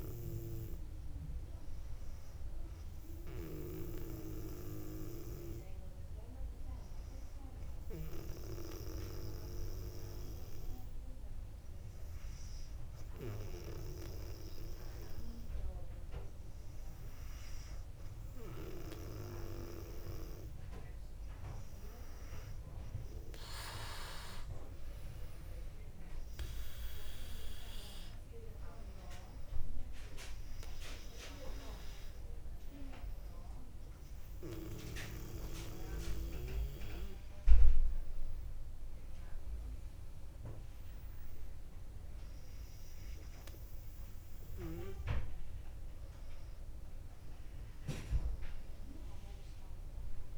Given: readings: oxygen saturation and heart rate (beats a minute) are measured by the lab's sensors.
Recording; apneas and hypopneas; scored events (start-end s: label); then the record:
breathing in sleep by a room microphone; 1
5.00-20.00 s: hypopnea (oxygen 98% before, 97% lowest, heart rate 63 before, 58 extreme, up 5 after)
23.00-27.00 s: arousal
From the record:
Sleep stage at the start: N2 (light sleep); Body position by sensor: on the back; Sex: female